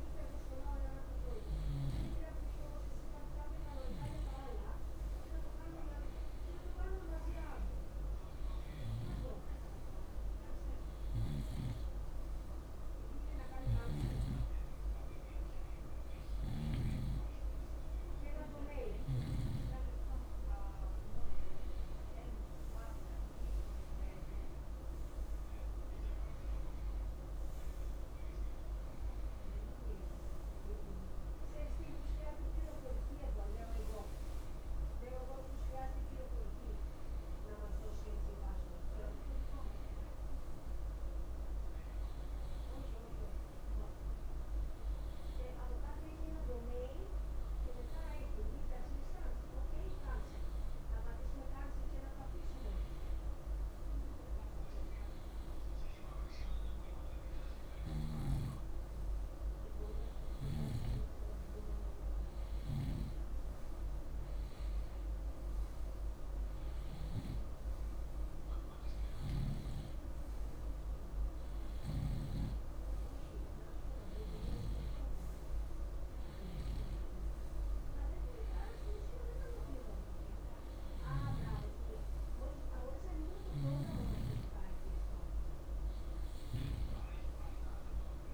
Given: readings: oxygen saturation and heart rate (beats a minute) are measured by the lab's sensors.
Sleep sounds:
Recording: breathing in sleep by a room microphone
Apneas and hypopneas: none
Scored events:
none scored
From the record:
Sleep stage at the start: N2 (light sleep)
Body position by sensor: on the right side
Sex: male

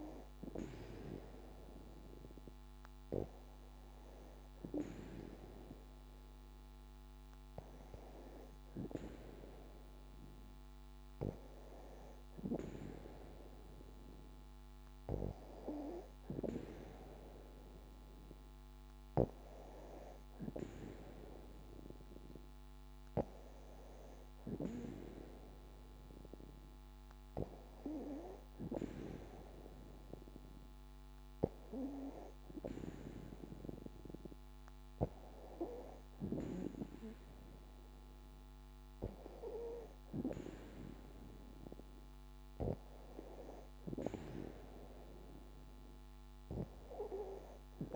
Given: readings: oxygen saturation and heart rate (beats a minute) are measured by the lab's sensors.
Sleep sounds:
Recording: breathing in sleep by a microphone on the trachea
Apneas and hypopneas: none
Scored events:
none scored
From the record:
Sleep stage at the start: N2 (light sleep)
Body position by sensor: on the back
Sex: female

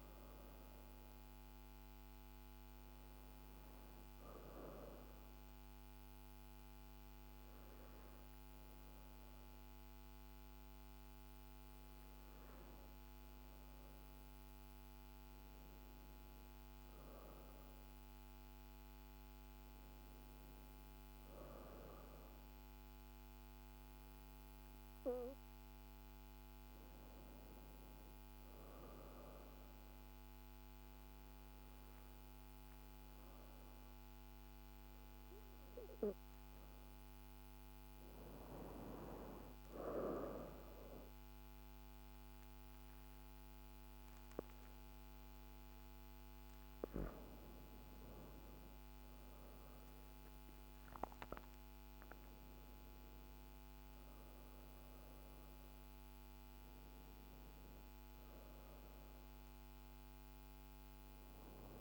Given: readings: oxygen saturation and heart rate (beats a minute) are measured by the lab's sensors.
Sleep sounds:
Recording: breathing in sleep by a microphone on the trachea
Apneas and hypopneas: 2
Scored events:
0.00-10.50 s: oxygen desaturation (device-marked, oxygen 88% lowest, heart rate 51 extreme)
0.50-12.50 s: hypopnea (oxygen 97% before, 88% lowest, heart rate 55 before, 51 extreme, up 1 after)
14.50-19.50 s: arousal
28.50-38.50 s: obstructive apnea (oxygen 97% before, 89% lowest, heart rate 53 before, 53 extreme, up 4 after)
41.00-45.50 s: arousal
43.50-53.50 s: oxygen desaturation (device-marked, oxygen 94% before, 89% lowest, heart rate 54 before, 52 extreme)
From the record:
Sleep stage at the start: N2 (light sleep)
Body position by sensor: on the back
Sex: female

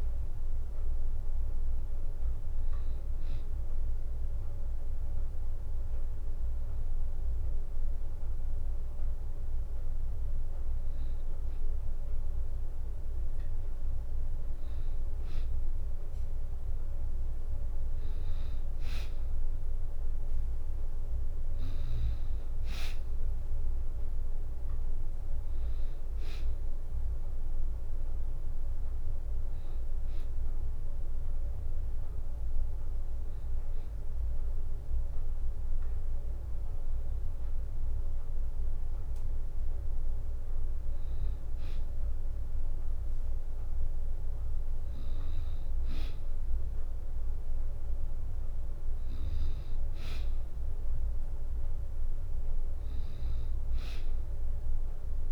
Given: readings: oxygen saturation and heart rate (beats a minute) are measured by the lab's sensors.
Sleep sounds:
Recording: breathing in sleep, hard to hear, by a room microphone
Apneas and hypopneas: none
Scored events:
0.00-5.50 s: drop in pulse transit time (device-marked, heart rate 66 extreme)
18.50-55.32 s: new sleep stage, N2 (light sleep)
23.50-34.50 s: drop in pulse transit time (device-marked, heart rate 65 before, 63 extreme)
From the record:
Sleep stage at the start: N3 (deep sleep)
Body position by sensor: on the back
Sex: female

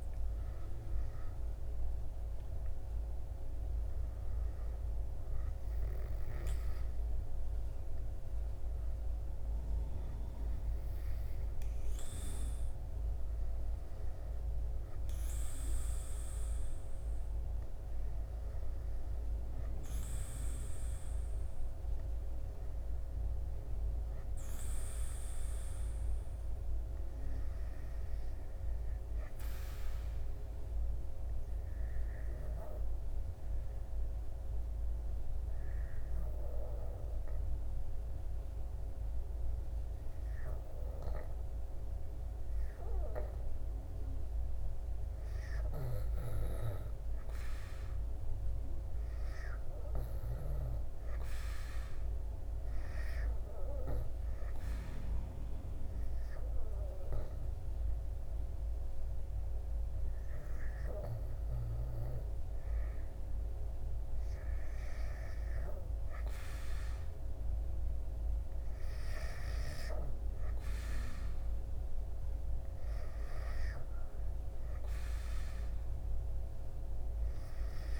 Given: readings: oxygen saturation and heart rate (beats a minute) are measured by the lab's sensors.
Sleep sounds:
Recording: breathing in sleep by a room microphone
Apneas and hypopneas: 2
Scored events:
0.00-28.00 s: oxygen desaturation (device-marked, oxygen 89% lowest, heart rate 64 extreme)
29.00-40.00 s: obstructive apnea (oxygen 98% before, 90% lowest, heart rate 66 before, 68 extreme, up 9 after)
42.50-46.50 s: arousal
52.00-78.00 s: oxygen desaturation (device-marked, oxygen 97% before, 90% lowest, heart rate 71 before, 68 extreme)
55.00-67.00 s: hypopnea (oxygen 99% before, 90% lowest, heart rate 73 before, 68 extreme, up 7 after)
67.50-71.50 s: arousal
From the record:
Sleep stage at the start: N2 (light sleep)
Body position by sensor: on the back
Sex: male

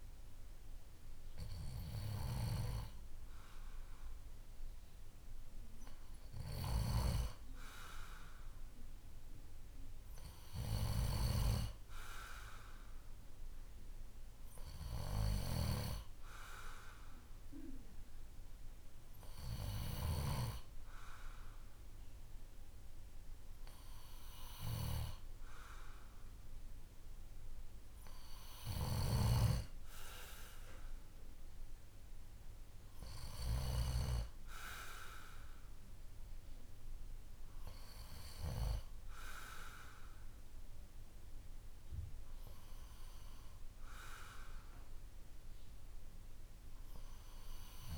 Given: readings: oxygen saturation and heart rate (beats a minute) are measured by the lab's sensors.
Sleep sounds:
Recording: breathing in sleep by a room microphone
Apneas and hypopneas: none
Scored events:
none scored
From the record:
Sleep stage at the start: N2 (light sleep)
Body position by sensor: on the back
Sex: male

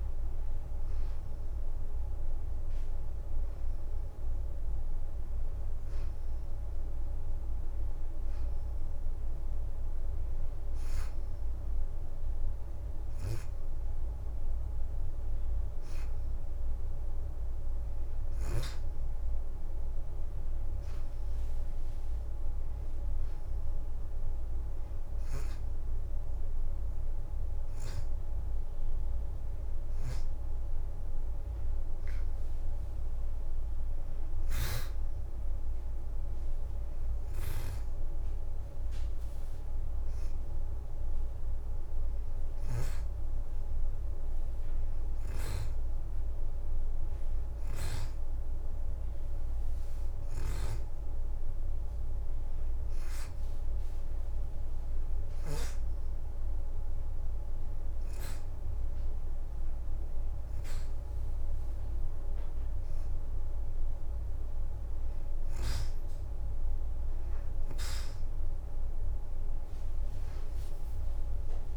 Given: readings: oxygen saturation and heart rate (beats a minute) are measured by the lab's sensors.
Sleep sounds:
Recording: breathing in sleep, hard to hear, by a room microphone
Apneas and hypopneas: none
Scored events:
0.00-2.00 s: arousal
0.00-2.50 s: leg movement (device-marked)
3.00-5.50 s: leg movement (device-marked)
8.00-13.50 s: leg movement (device-marked)
18.00-25.00 s: leg movement (device-marked)
32.00-35.00 s: leg movement (device-marked)
43.50-51.50 s: leg movement (device-marked)
53.50-57.00 s: leg movement (device-marked)
From the record:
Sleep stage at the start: N2 (light sleep)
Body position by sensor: on the back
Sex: female

